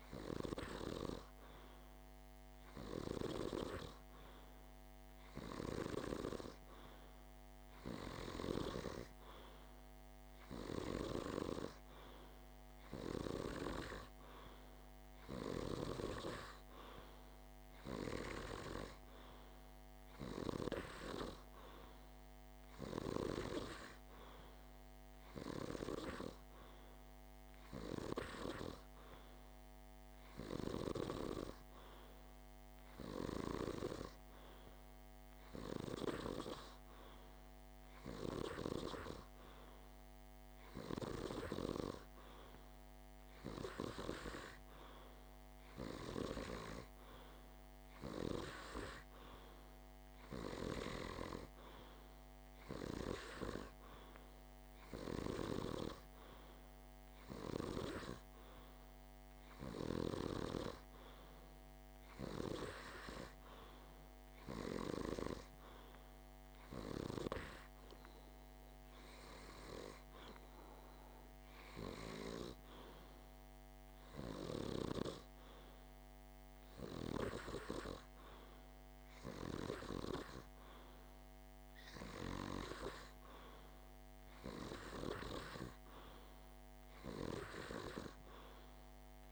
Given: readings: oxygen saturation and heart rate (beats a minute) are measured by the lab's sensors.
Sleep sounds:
breathing in sleep by a microphone on the trachea; none
none scored
From the record:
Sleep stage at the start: N2 (light sleep); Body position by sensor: on the back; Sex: male

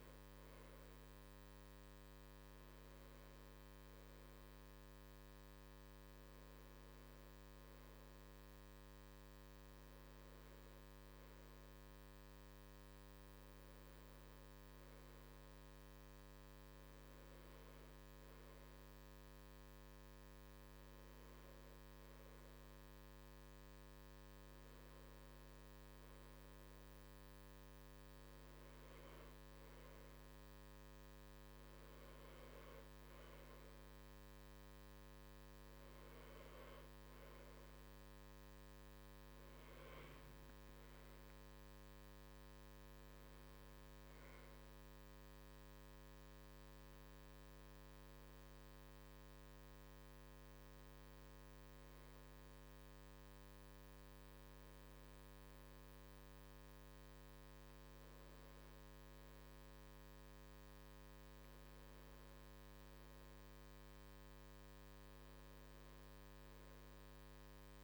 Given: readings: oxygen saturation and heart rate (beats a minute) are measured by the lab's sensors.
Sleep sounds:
breathing in sleep, hard to hear, by a microphone on the trachea; none
none scored
From the record:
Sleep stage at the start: N2 (light sleep); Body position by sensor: on the right side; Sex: male

